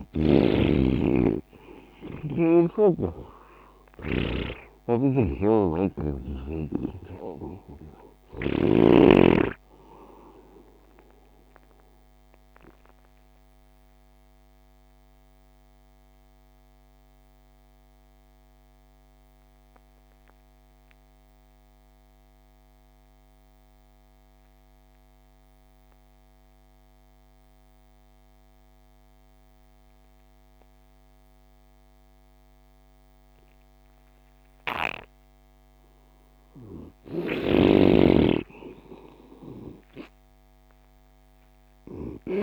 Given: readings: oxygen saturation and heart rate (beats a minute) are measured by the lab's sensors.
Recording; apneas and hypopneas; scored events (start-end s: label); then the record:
breathing in sleep by a microphone on the trachea; 1
0.00-2.00 s: arousal
0.00-21.00 s: oxygen desaturation (device-marked, oxygen 83% lowest)
5.00-9.00 s: snoring (device-marked)
12.50-36.00 s: obstructive apnea (oxygen 99% before, 80% lowest)
35.00-42.43 s: oxygen desaturation (device-marked, oxygen 99% before, 87% lowest)
37.50-42.43 s: snoring (device-marked)
39.50-42.43 s: arousal
From the record:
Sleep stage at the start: N2 (light sleep); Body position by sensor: on the right side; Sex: male